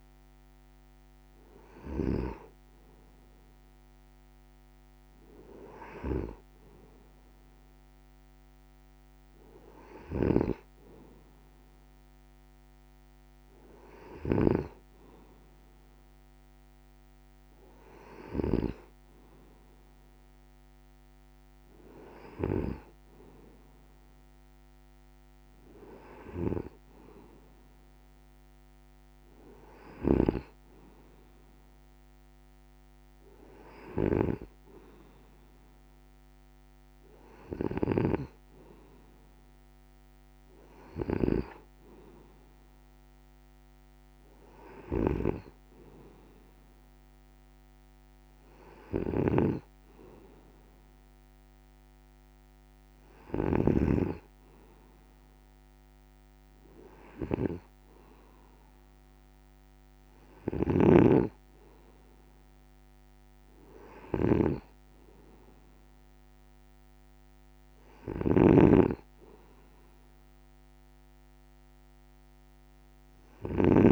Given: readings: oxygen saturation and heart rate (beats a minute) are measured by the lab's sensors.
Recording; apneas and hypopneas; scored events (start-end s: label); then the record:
breathing in sleep by a microphone on the trachea; none
9.50-14.50 s: snoring (device-marked)
29.50-53.50 s: snoring (device-marked)
60.00-73.92 s: snoring (device-marked)
From the record:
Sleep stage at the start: N2 (light sleep); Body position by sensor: on the right side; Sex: male